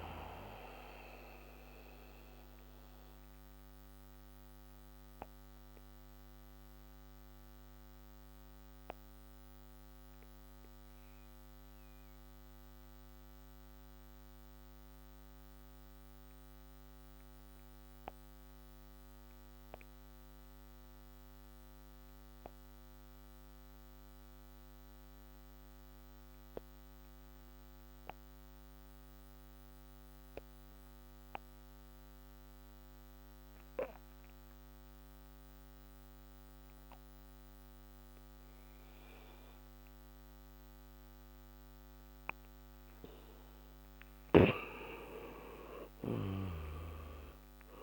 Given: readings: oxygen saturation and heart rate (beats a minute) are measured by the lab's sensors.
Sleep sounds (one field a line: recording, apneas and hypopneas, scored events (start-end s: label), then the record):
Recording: breathing in sleep by a microphone on the trachea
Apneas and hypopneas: 1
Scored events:
0.00-20.50 s: oxygen desaturation (device-marked, oxygen 86% lowest)
0.50-42.50 s: mixed apnea (oxygen 97% before, 86% lowest)
36.50-47.83 s: oxygen desaturation (device-marked, oxygen 99% before, 87% lowest)
45.00-47.83 s: arousal
From the record:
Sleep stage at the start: N2 (light sleep)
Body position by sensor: on the back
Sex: male